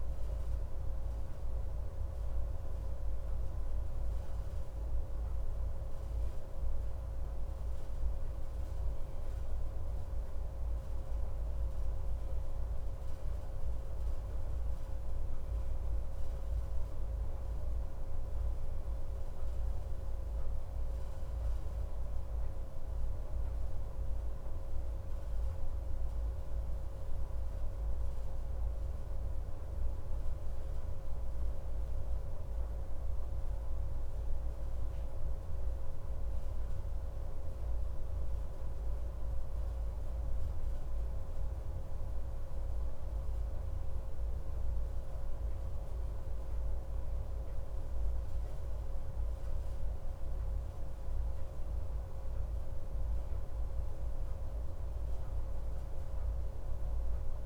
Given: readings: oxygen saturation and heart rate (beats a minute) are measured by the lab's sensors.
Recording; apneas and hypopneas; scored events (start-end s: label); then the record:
breathing in sleep, hard to hear, by a room microphone; none
none scored
From the record:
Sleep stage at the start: N1 (lightest sleep); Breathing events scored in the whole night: 182 in 5.9 hours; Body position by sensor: on the back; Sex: male